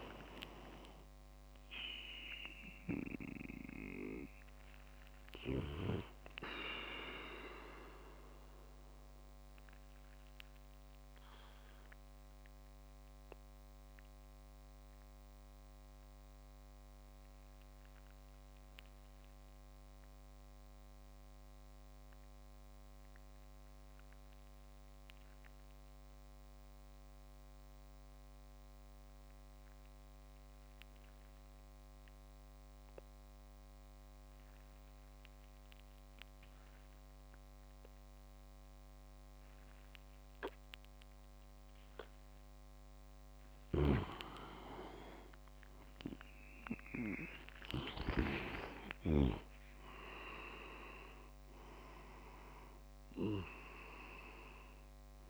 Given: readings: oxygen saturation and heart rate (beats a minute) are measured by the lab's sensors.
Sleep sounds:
breathing in sleep by a microphone on the trachea; 1
0.00-2.00 s: oxygen desaturation (device-marked, oxygen 95% lowest)
0.00-21.00 s: tachycardia (device-marked)
8.00-42.50 s: mixed apnea (oxygen 99% before, 95% lowest)
38.00-54.00 s: oxygen desaturation (device-marked, oxygen 99% before, 95% lowest)
43.50-48.00 s: snoring (device-marked)
45.50-49.00 s: arousal
48.00-51.00 s: leg movement (device-marked)
From the record:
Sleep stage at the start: N2 (light sleep); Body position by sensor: on the back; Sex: male

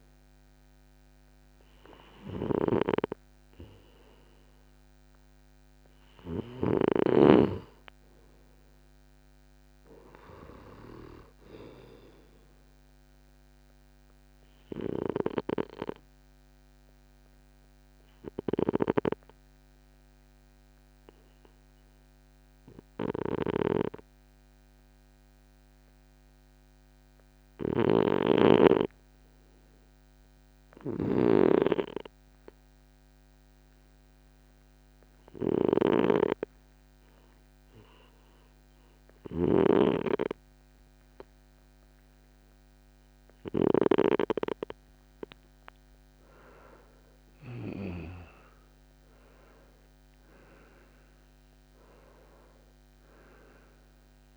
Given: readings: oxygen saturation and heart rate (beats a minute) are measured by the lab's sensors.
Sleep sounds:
breathing in sleep by a microphone on the trachea; 1
0.00-17.50 s: oxygen desaturation (device-marked, oxygen 92% lowest, heart rate 53 extreme)
9.50-12.50 s: arousal
14.50-44.00 s: obstructive apnea (oxygen 95% before, 90% lowest, heart rate 59 before, 53 extreme, up 10 after)
36.50-54.37 s: oxygen desaturation (device-marked, oxygen 96% before, 90% lowest, heart rate 57 before, 52 extreme)
46.00-49.50 s: arousal
From the record:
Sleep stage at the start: N2 (light sleep); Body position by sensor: on the right side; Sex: male

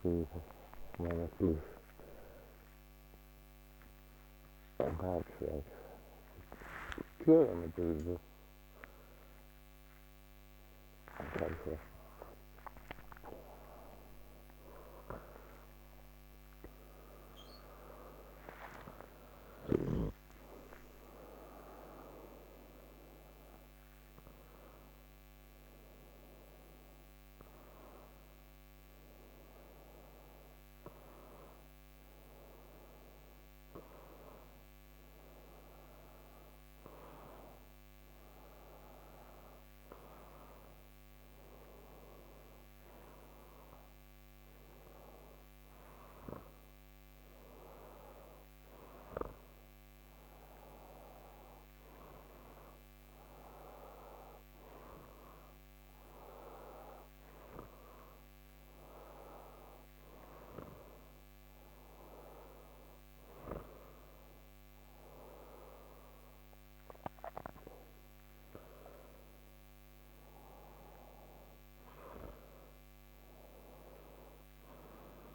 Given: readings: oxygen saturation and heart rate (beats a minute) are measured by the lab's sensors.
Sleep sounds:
breathing in sleep by a microphone on the trachea; none
49.00-75.35 s: new sleep stage, N2 (light sleep)
54.00-59.00 s: oxygen desaturation (device-marked, oxygen 98% before, 96% lowest, heart rate 107 before, 128 extreme)
From the record:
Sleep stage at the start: N1 (lightest sleep); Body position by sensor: on the back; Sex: male

